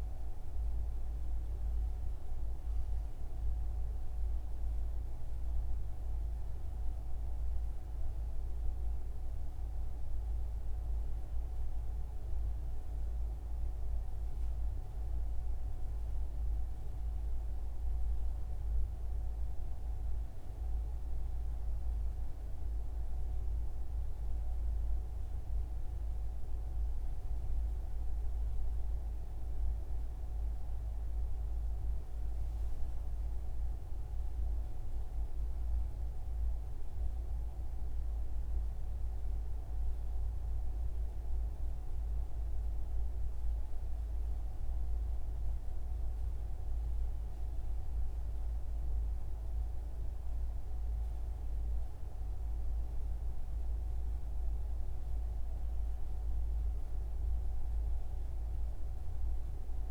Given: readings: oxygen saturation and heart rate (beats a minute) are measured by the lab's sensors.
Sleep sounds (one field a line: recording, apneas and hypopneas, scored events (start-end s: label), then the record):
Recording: breathing in sleep, hard to hear, by a room microphone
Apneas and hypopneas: none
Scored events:
none scored
From the record:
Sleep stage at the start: N1 (lightest sleep)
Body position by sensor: on the front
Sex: male